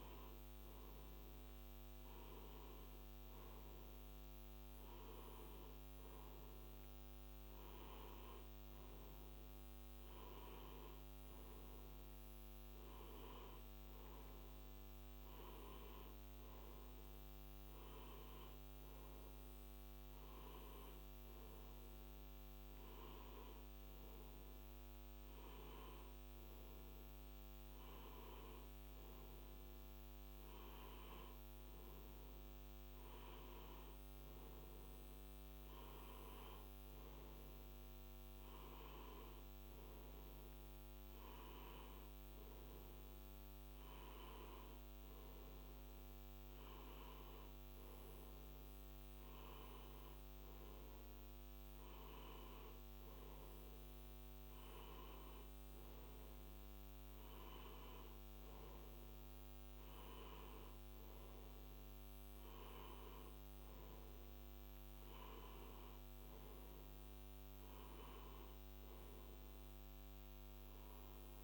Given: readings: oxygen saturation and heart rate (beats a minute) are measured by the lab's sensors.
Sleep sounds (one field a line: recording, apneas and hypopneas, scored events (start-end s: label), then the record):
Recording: breathing in sleep, hard to hear, by a microphone on the trachea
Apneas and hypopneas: none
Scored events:
none scored
From the record:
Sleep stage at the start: N2 (light sleep)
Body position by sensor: on the back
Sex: male